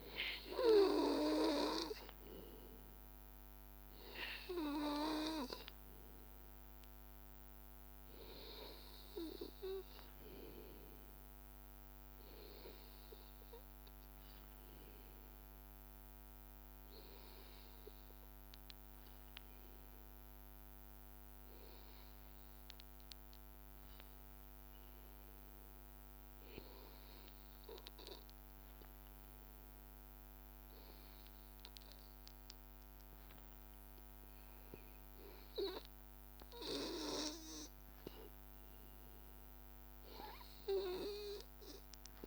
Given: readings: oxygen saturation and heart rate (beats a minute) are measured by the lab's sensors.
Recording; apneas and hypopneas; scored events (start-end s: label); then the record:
breathing in sleep by a microphone on the trachea; 1
0.00-10.50 s: oxygen desaturation (device-marked, oxygen 90% lowest, heart rate 82 extreme)
7.50-33.00 s: hypopnea (oxygen 96% before, 91% lowest, heart rate 85 before, 81 extreme, up 1 after)
36.50-40.00 s: arousal
From the record:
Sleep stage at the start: N2 (light sleep); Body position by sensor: on the back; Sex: male